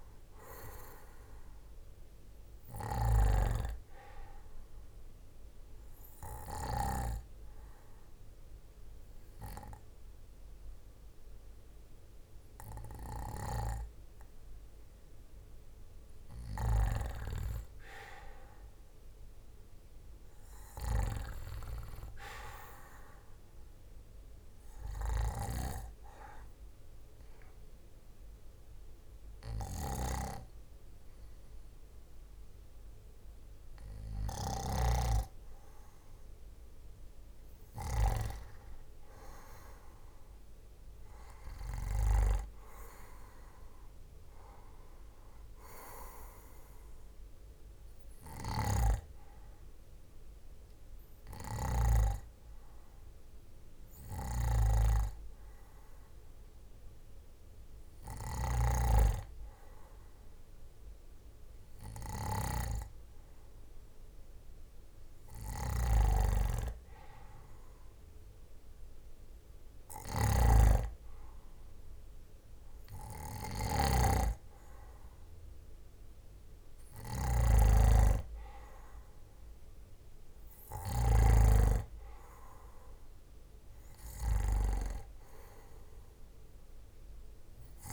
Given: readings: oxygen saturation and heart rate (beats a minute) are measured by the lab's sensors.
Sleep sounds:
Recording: breathing in sleep by a room microphone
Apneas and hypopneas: 2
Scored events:
4.00-15.00 s: obstructive apnea (oxygen 97% before, 94% lowest, heart rate 68 before, 65 extreme, up 4 after)
20.50-25.00 s: arousal
42.50-46.50 s: arousal
49.50-64.00 s: hypopnea (oxygen 97% before, 94% lowest, heart rate 70 before, 63 extreme, up 7 after)
71.50-75.00 s: arousal
From the record:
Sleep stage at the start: N2 (light sleep)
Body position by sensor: on the back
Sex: male

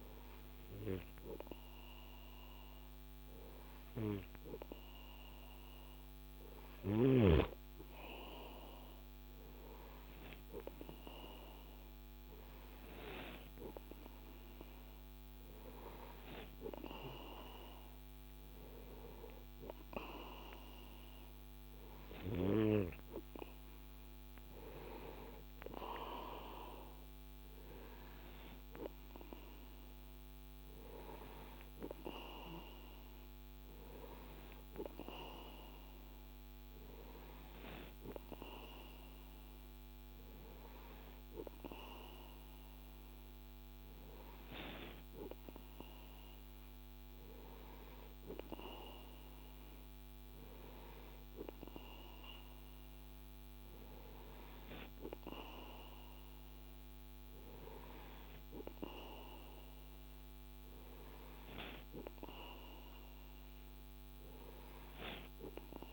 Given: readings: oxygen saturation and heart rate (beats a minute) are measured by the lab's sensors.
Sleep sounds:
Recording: breathing in sleep by a microphone on the trachea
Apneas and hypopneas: none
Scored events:
23.00-27.50 s: arousal
From the record:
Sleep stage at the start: N2 (light sleep)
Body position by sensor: on the right side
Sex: male

